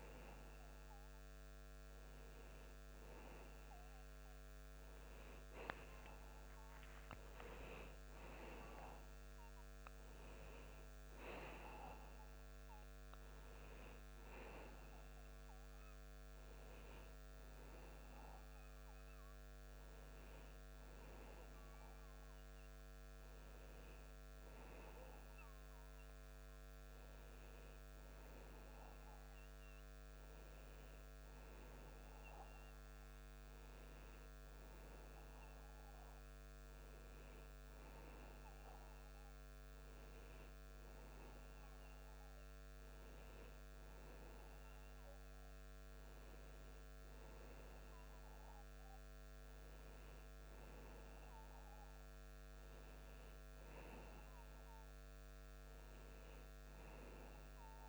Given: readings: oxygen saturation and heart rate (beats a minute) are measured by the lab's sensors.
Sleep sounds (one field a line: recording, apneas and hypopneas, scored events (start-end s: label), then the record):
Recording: breathing in sleep by a microphone on the trachea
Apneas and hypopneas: none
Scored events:
57.50-57.89 s: new sleep stage, N2 (light sleep)
From the record:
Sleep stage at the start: N1 (lightest sleep)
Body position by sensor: on the back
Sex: male